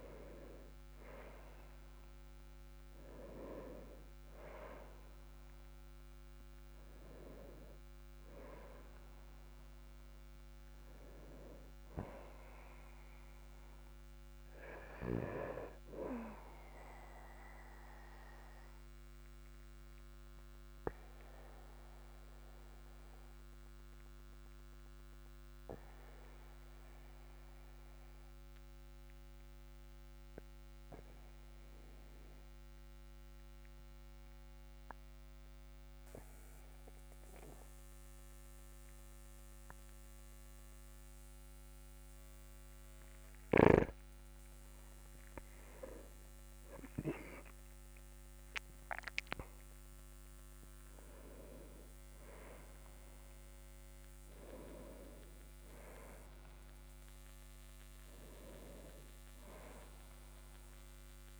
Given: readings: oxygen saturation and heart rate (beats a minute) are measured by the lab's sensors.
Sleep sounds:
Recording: breathing in sleep by a microphone on the trachea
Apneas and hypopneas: 1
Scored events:
18.00-44.00 s: obstructive apnea (oxygen 99% before, 95% lowest, heart rate 53 before, 40 extreme, up 12 after)
46.50-50.50 s: arousal
From the record:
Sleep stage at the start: N2 (light sleep)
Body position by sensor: on the back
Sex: male

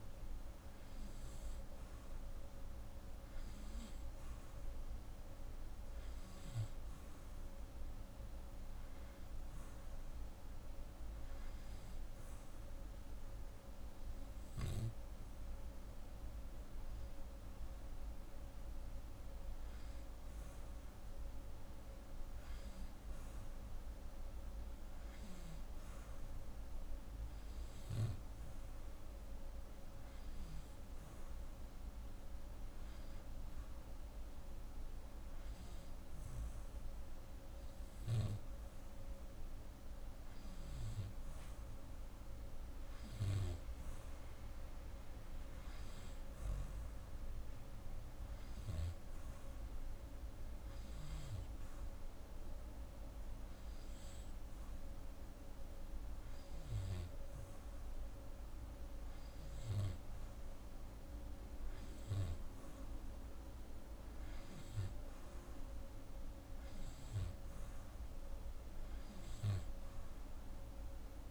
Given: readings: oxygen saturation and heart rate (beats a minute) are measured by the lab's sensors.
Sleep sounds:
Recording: breathing in sleep, hard to hear, by a room microphone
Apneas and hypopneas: none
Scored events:
5.50-9.00 s: arousal
From the record:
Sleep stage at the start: N2 (light sleep)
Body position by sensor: on the back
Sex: female

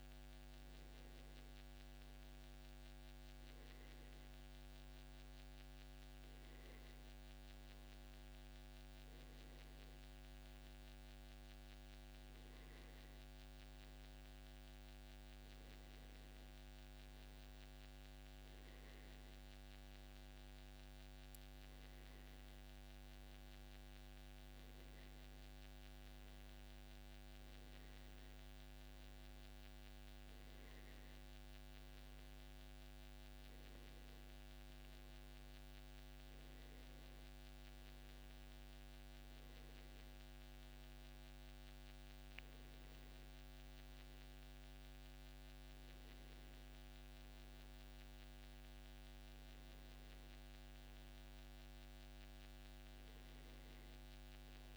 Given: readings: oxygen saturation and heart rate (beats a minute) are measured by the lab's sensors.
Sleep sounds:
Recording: breathing in sleep, hard to hear, by a microphone on the trachea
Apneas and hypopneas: none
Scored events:
none scored
From the record:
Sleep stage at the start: N1 (lightest sleep)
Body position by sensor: on the back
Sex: male

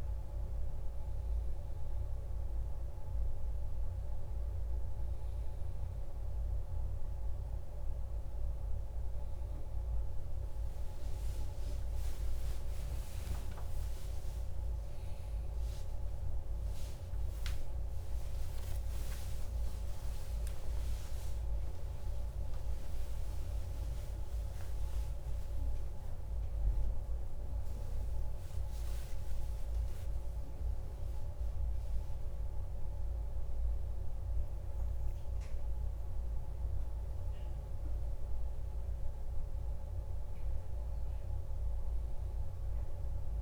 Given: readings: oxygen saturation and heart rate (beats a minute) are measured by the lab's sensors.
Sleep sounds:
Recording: a person awake in a sleep study, hard to hear, by a room microphone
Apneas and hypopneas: none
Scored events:
17.50-43.42 s: new sleep stage, awake
From the record:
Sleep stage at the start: N1 (lightest sleep)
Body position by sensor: on the back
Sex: male

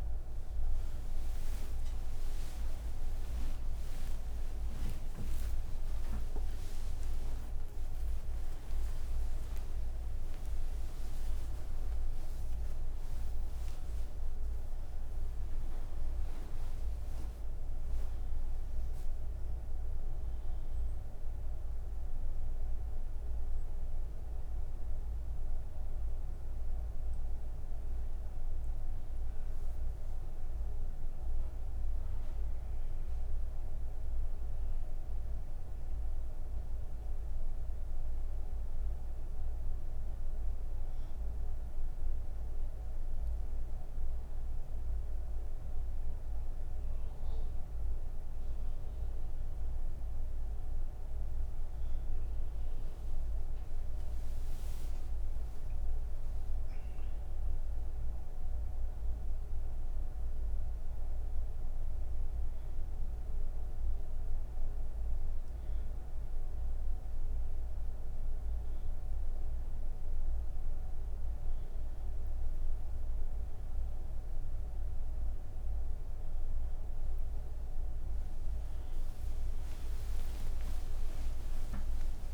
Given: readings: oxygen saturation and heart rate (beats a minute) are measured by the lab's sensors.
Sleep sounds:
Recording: breathing in sleep, hard to hear, by a room microphone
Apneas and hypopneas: none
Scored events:
10.00-13.00 s: oxygen desaturation (device-marked, oxygen 98% before, 95% lowest)
26.00-82.34 s: new sleep stage, N3 (deep sleep)
From the record:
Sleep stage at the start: N1 (lightest sleep)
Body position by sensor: on the back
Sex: female

